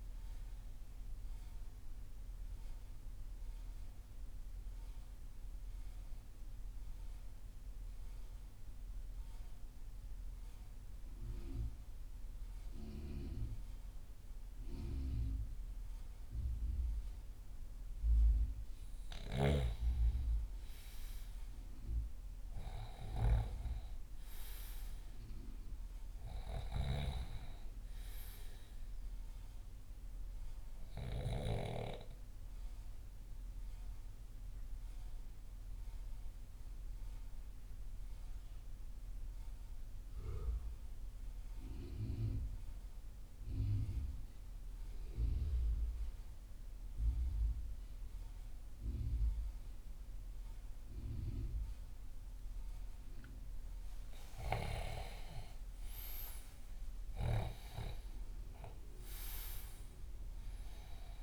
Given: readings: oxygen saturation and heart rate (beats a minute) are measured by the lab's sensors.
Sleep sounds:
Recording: breathing in sleep by a room microphone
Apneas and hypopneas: 2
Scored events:
0.00-11.50 s: oxygen desaturation (device-marked, oxygen 92% lowest)
0.50-19.50 s: central apnea (oxygen 98% before, 89% lowest)
21.00-24.50 s: arousal
25.50-47.50 s: oxygen desaturation (device-marked, oxygen 97% before, 90% lowest)
33.50-53.00 s: mixed apnea (oxygen 98% before, 89% lowest)
53.50-57.00 s: arousal
From the record:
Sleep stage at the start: N2 (light sleep)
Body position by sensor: on the left side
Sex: male

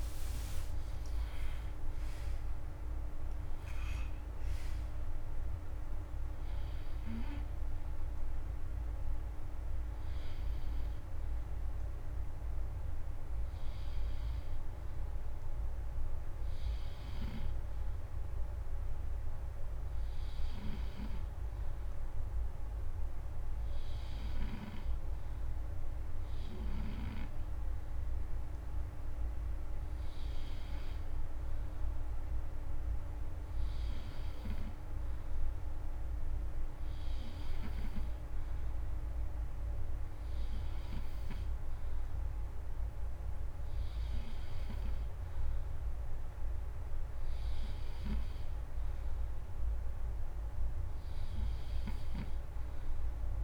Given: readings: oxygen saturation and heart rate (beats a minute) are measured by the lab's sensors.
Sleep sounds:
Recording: breathing in sleep by a room microphone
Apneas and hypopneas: none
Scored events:
none scored
From the record:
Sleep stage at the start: N3 (deep sleep)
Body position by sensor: on the back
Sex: male

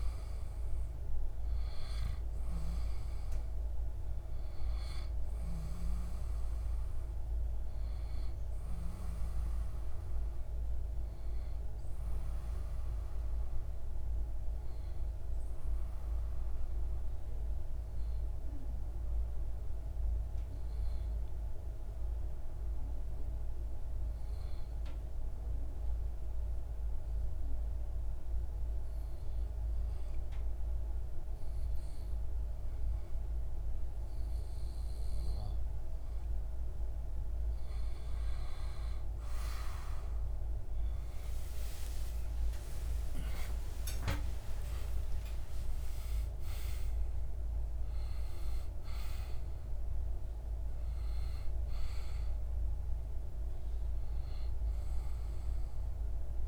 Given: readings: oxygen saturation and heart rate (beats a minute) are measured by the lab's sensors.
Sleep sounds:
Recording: breathing in sleep, hard to hear, by a room microphone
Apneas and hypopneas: 1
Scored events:
14.50-35.00 s: obstructive apnea (oxygen 96% before, 93% lowest)
40.50-45.00 s: arousal
From the record:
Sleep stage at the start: N2 (light sleep)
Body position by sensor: on the back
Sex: male

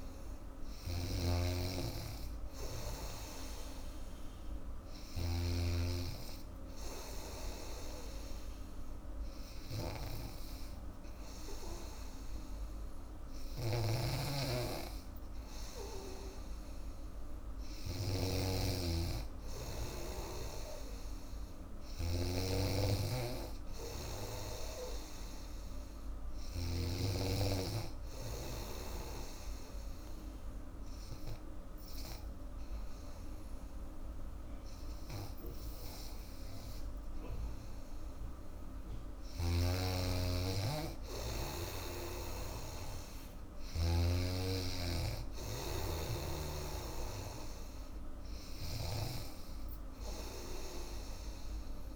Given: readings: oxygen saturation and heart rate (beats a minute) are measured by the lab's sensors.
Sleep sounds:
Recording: breathing in sleep by a room microphone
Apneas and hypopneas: 1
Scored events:
0.00-18.00 s: snoring (device-marked)
22.50-27.00 s: snoring (device-marked)
28.00-38.50 s: obstructive apnea (oxygen 97% before, 94% lowest, heart rate 86 before, 82 extreme, up 0 after)
40.50-44.50 s: arousal
43.00-51.96 s: oxygen desaturation (device-marked, oxygen 97% before, 94% lowest, heart rate 85 before, 84 extreme)
46.50-51.96 s: snoring (device-marked)
From the record:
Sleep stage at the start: N2 (light sleep)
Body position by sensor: on the back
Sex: female

